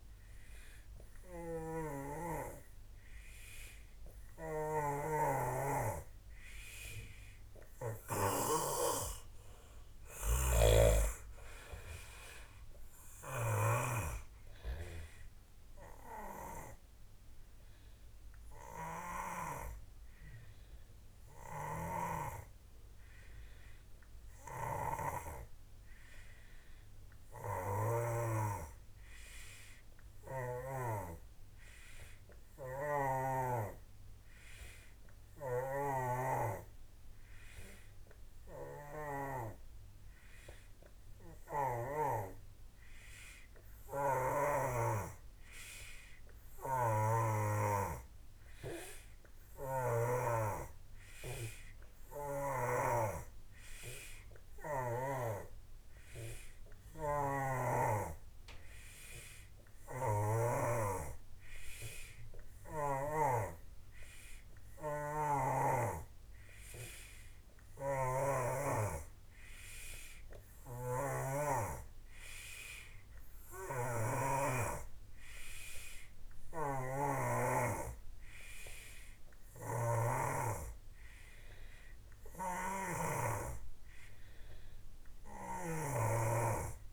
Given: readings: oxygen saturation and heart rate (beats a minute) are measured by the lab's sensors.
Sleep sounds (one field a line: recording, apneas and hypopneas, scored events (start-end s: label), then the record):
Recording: breathing in sleep by a room microphone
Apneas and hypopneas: none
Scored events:
4.00-28.00 s: snoring (device-marked)
32.50-42.00 s: snoring (device-marked)
46.50-50.00 s: snoring (device-marked)
57.00-60.50 s: snoring (device-marked)
67.50-86.93 s: snoring (device-marked)
From the record:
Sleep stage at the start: N3 (deep sleep)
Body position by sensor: on the back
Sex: male